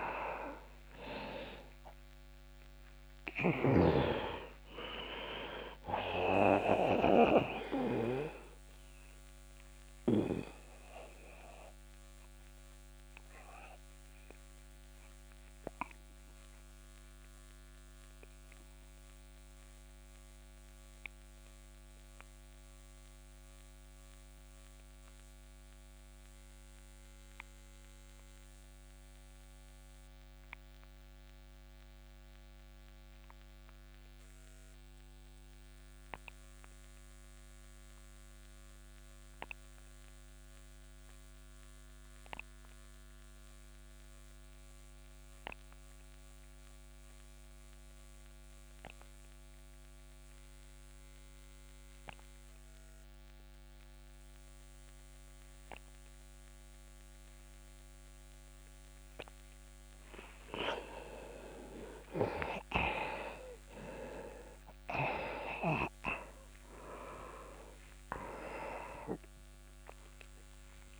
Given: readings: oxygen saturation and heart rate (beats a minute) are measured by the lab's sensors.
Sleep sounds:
breathing in sleep by a microphone on the trachea; 1
0.00-27.50 s: oxygen desaturation (device-marked, oxygen 84% lowest)
8.50-59.00 s: obstructive apnea (oxygen 99% before, 82% lowest)
48.50-71.00 s: oxygen desaturation (device-marked, oxygen 98% before, 82% lowest)
61.50-67.50 s: arousal
From the record:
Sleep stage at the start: REM sleep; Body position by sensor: on the back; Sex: male

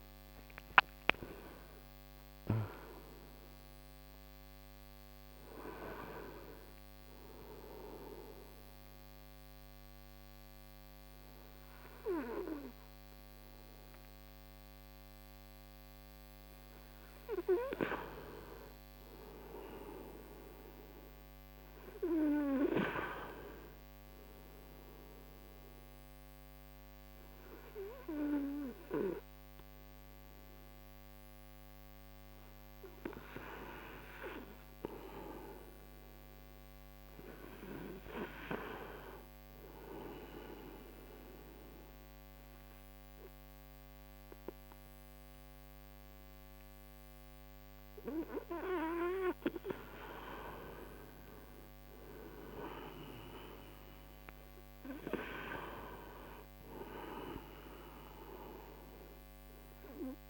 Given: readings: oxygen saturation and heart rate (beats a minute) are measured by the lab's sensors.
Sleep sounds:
breathing in sleep by a microphone on the trachea; 2
0.00-3.00 s: arousal
7.50-18.50 s: obstructive apnea (oxygen 98% before, 91% lowest)
20.00-24.50 s: arousal
29.50-39.50 s: oxygen desaturation (device-marked, oxygen 97% before, 94% lowest)
41.00-51.00 s: obstructive apnea (oxygen 97% before, 90% lowest)
44.50-54.50 s: oxygen desaturation (device-marked, oxygen 96% before, 93% lowest)
53.50-57.50 s: arousal
From the record:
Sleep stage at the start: N2 (light sleep); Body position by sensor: on the front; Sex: male

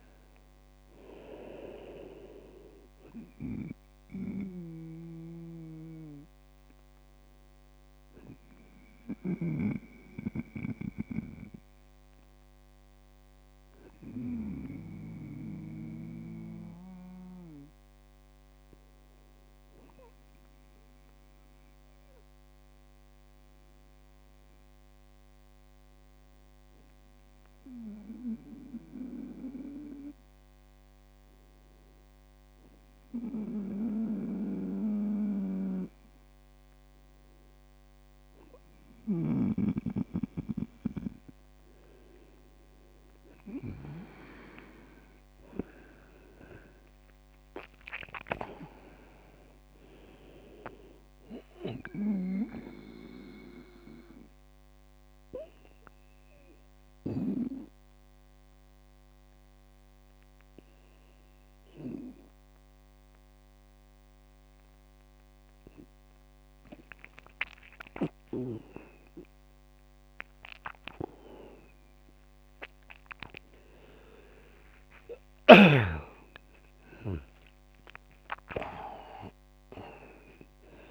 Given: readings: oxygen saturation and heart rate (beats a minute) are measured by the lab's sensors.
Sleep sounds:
breathing in sleep by a microphone on the trachea; 2
4.50-15.50 s: snoring (device-marked)
14.50-40.00 s: obstructive apnea (oxygen 99% before, 96% lowest, heart rate 60 before, 57 extreme, up 0 after)
35.50-44.00 s: snoring (device-marked)
44.50-49.00 s: arousal
52.00-57.50 s: snoring (device-marked)
55.50-70.00 s: obstructive apnea (oxygen 99% before, 96% lowest, heart rate 63 before, 57 extreme, up 16 after)
From the record:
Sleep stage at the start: N2 (light sleep); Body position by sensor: on the right side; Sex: male

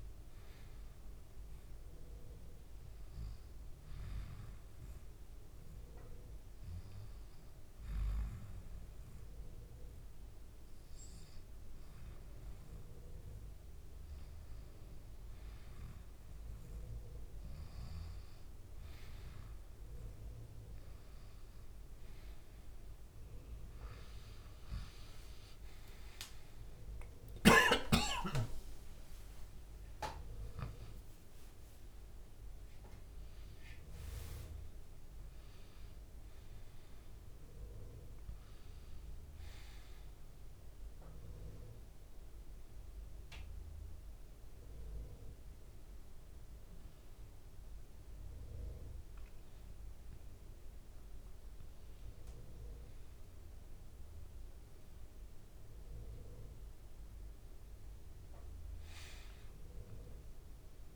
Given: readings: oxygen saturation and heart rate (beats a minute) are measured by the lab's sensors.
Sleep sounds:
a person partly awake in a sleep study, by a room microphone; none
18.00-48.00 s: new sleep stage, awake
48.00-60.96 s: new sleep stage, N1 (lightest sleep)
From the record:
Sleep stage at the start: N2 (light sleep); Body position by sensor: on the back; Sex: male

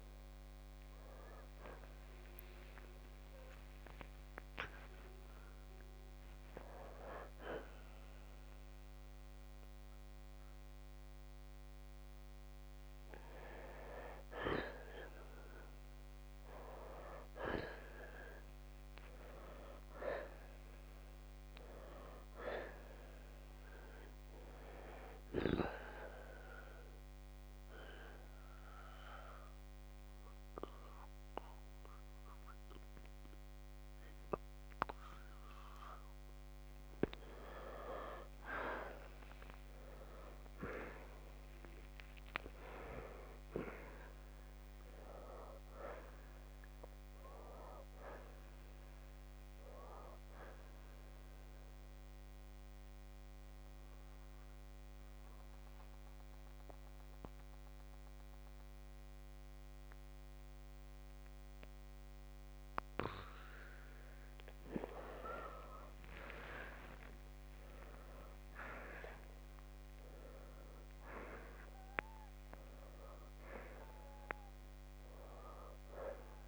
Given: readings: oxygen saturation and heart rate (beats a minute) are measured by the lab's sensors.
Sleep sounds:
breathing in sleep by a microphone on the trachea; 2
6.00-20.00 s: oxygen desaturation (device-marked, oxygen 96% before, 83% lowest, heart rate 66 before, 57 extreme)
18.50-23.00 s: arousal
25.00-43.00 s: oxygen desaturation (device-marked, oxygen 96% before, 89% lowest, heart rate 83 before, 52 extreme)
26.50-36.50 s: central apnea (oxygen 96% before, 85% lowest, heart rate 81 before, 57 extreme, up 5 after)
39.00-43.00 s: arousal
52.50-65.00 s: mixed apnea (oxygen 96% before, 85% lowest, heart rate 61 before, 52 extreme, up 8 after)
69.00-76.47 s: new sleep stage, awake
From the record:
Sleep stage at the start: N2 (light sleep); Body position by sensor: on the left side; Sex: male

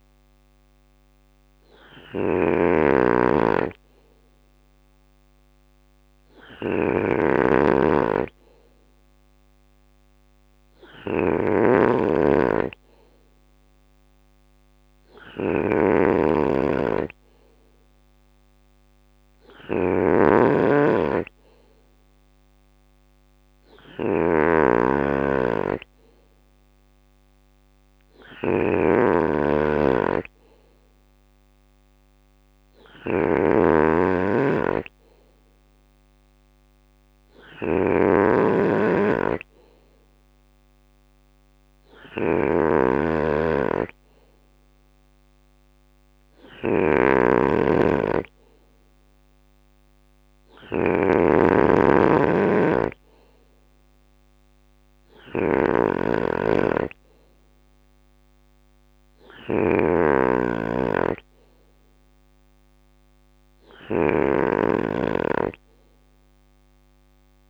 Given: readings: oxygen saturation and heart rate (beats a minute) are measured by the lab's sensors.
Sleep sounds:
breathing in sleep by a microphone on the trachea; none
0.00-11.50 s: bradycardia (device-marked, heart rate 58 extreme)
0.00-67.50 s: snoring (device-marked)
18.50-20.50 s: bradycardia (device-marked, heart rate 61 before, 60 extreme)
21.50-24.50 s: bradycardia (device-marked, heart rate 61 before, 59 extreme)
31.50-33.50 s: bradycardia (device-marked, heart rate 61 before, 60 extreme)
39.50-46.50 s: bradycardia (device-marked, heart rate 61 before, 59 extreme)
62.50-64.50 s: bradycardia (device-marked, heart rate 61 before, 60 extreme)
From the record:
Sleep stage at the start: N2 (light sleep); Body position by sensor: on the right side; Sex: male

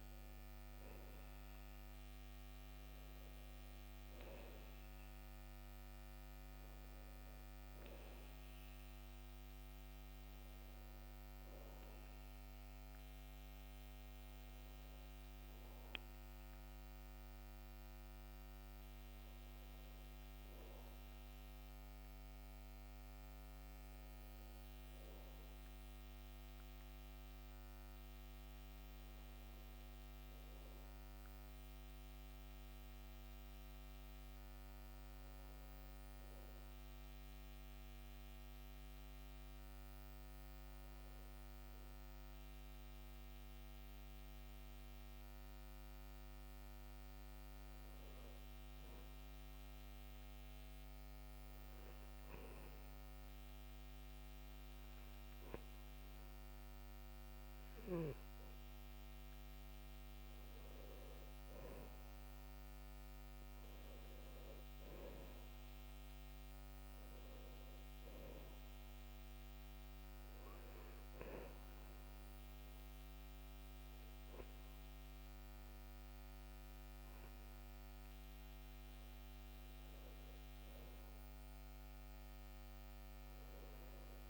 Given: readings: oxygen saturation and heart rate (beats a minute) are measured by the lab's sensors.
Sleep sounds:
breathing in sleep, hard to hear, by a microphone on the trachea; 1
8.00-31.00 s: oxygen desaturation (device-marked, oxygen 93% before, 90% lowest, heart rate 70 before, 64 extreme)
49.50-60.50 s: obstructive apnea (oxygen 99% before, 93% lowest, heart rate 65 before, 63 extreme, up 4 after)
63.50-69.00 s: arousal
From the record:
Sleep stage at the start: REM sleep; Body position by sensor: on the back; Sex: male

